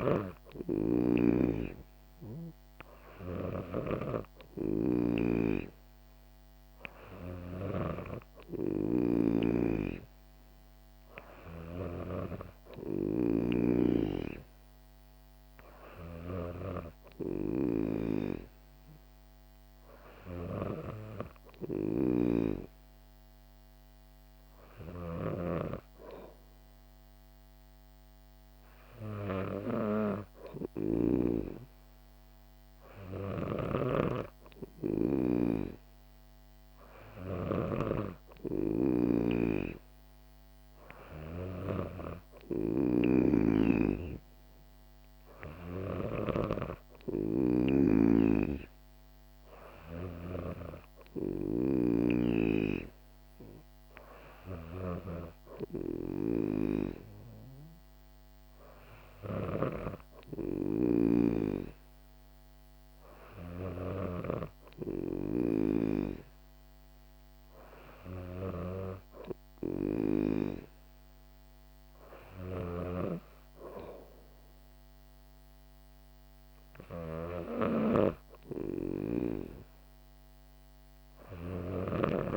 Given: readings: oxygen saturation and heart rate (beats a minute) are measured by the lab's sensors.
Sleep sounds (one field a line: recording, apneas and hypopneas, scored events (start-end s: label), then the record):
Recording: breathing in sleep by a microphone on the trachea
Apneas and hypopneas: none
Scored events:
0.00-14.00 s: snoring (device-marked)
22.00-31.50 s: snoring (device-marked)
33.50-52.00 s: snoring (device-marked)
From the record:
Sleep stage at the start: N2 (light sleep)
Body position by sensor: on the back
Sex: female